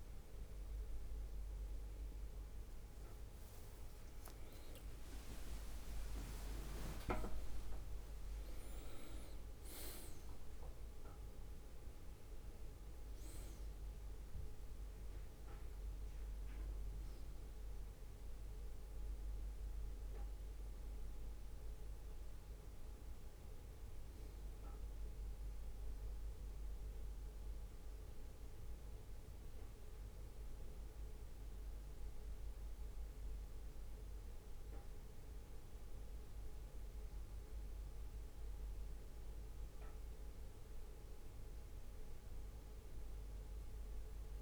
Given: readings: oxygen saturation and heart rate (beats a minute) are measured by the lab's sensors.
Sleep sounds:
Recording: breathing in sleep by a room microphone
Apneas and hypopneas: none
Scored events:
3.50-8.50 s: arousal
4.00-10.50 s: leg movement (device-marked)
6.00-8.00 s: long interval between heartbeats (device-marked, heart rate 64 before, 89 extreme)
From the record:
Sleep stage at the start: N2 (light sleep)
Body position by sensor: on the right side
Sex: male

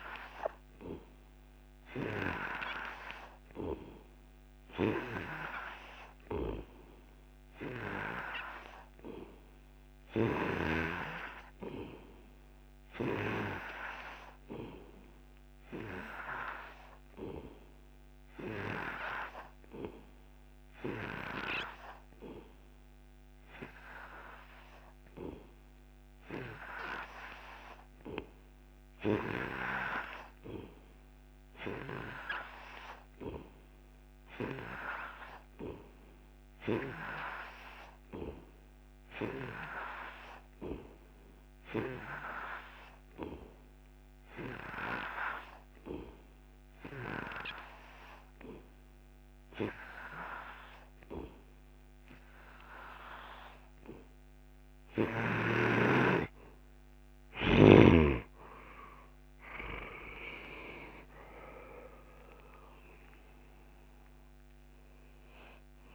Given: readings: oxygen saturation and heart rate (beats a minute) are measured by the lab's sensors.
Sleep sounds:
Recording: breathing in sleep by a microphone on the trachea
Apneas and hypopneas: 1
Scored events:
36.50-48.50 s: oxygen desaturation (device-marked, oxygen 92% before, 88% lowest)
41.00-56.00 s: hypopnea (oxygen 92% before, 85% lowest)
46.50-65.95 s: new sleep stage, N2 (light sleep)
60.50-63.50 s: arousal
61.50-65.95 s: oxygen desaturation (device-marked, oxygen 90% before, 85% lowest)
From the record:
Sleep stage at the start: N3 (deep sleep)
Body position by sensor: on the back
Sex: male

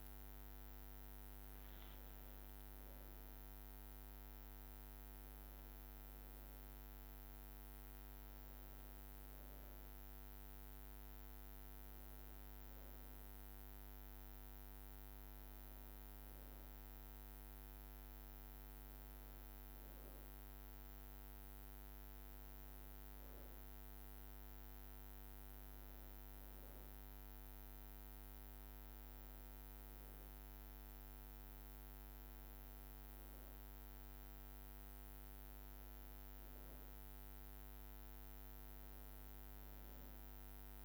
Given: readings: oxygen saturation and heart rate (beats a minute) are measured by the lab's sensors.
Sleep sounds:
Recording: a person awake in a sleep study, hard to hear, by a microphone on the trachea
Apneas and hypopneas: none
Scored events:
0.00-4.00 s: tachycardia (device-marked, heart rate 157 extreme)
0.50-2.50 s: long interval between heartbeats (device-marked, heart rate 60 before, 109 extreme)
2.50-4.50 s: long interval between heartbeats (device-marked, heart rate 66 before, 128 extreme)
From the record:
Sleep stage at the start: awake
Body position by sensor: on the back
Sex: female

